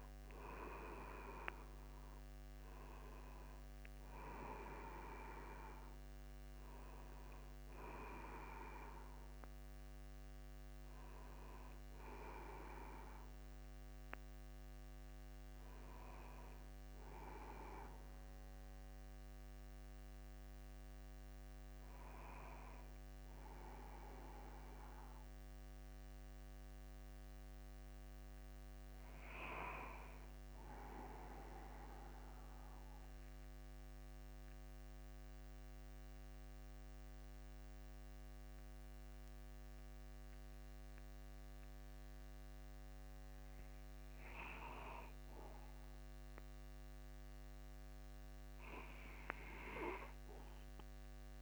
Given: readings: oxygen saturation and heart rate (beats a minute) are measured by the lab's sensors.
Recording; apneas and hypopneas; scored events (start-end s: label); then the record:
breathing in sleep by a microphone on the trachea; 1
5.00-35.00 s: new sleep stage, N1 (lightest sleep)
22.00-26.50 s: arousal
32.50-44.50 s: central apnea (oxygen 97% before, 95% lowest, heart rate 52 before, 50 extreme, up 0 after)
35.00-51.42 s: new sleep stage, N2 (light sleep)
47.00-50.50 s: arousal
From the record:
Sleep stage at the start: N2 (light sleep); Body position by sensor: upright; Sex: male